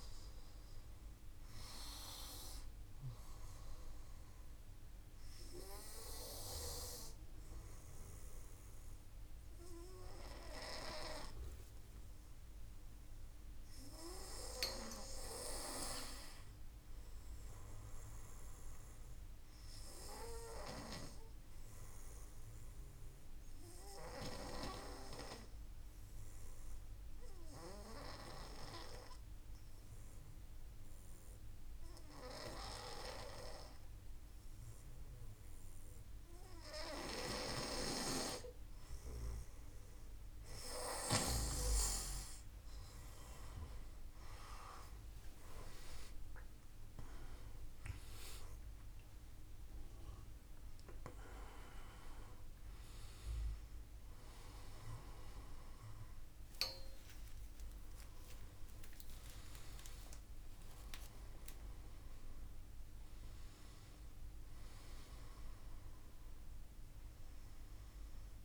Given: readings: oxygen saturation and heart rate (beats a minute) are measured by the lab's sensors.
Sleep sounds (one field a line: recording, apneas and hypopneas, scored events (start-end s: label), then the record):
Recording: breathing in sleep by a room microphone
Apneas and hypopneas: 1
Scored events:
0.00-14.00 s: oxygen desaturation (device-marked, oxygen 93% lowest, heart rate 52 extreme)
19.50-37.00 s: obstructive apnea (oxygen 97% before, 92% lowest, heart rate 54 before, 52 extreme, up 3 after)
37.00-40.50 s: snoring (device-marked)
42.50-46.00 s: arousal
45.00-68.44 s: oxygen desaturation (device-marked, oxygen 96% before, 92% lowest, heart rate 53 before, 51 extreme)
47.00-68.44 s: new sleep stage, N1 (lightest sleep)
From the record:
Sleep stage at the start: N2 (light sleep)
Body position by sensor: on the back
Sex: male